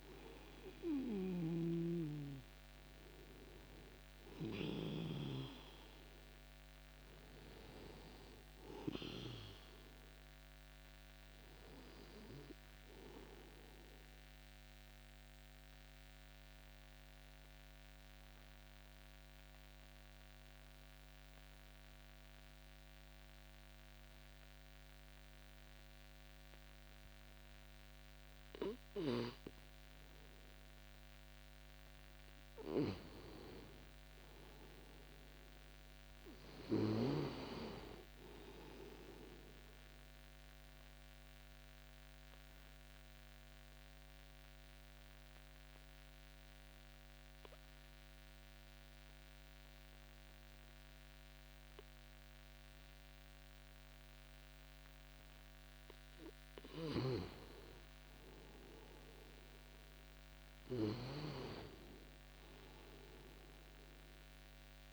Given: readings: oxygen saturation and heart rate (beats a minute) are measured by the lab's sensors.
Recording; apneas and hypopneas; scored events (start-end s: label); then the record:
breathing in sleep by a microphone on the trachea; 2
13.50-31.50 s: obstructive apnea (oxygen 98% before, 95% lowest)
25.00-64.93 s: new sleep stage, REM sleep
33.00-37.00 s: arousal
40.50-56.50 s: mixed apnea (oxygen 99% before, 93% lowest, heart rate 51 before, 28 extreme, up 7 after)
44.00-61.00 s: oxygen desaturation (device-marked, oxygen 99% before, 95% lowest, heart rate 51 before, 28 extreme)
61.00-64.93 s: arousal
From the record:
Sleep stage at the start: N2 (light sleep); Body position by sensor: on the back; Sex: male